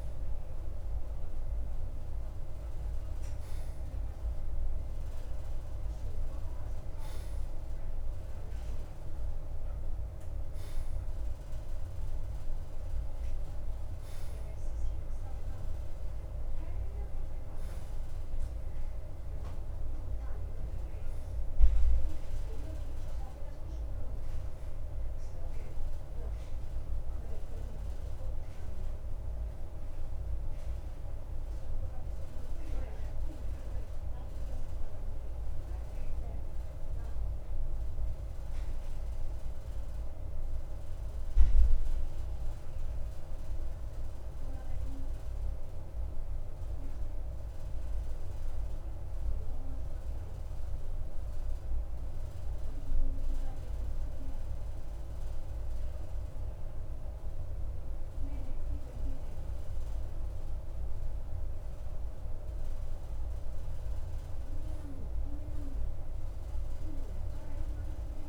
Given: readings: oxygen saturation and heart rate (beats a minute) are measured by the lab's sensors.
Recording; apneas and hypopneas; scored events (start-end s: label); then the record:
breathing in sleep, hard to hear, by a room microphone; 1
36.50-58.50 s: mixed apnea (oxygen 95% before, 92% lowest, heart rate 54 before, 52 extreme, up 1 after)
61.50-66.00 s: arousal
From the record:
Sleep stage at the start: N2 (light sleep); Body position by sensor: on the right side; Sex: male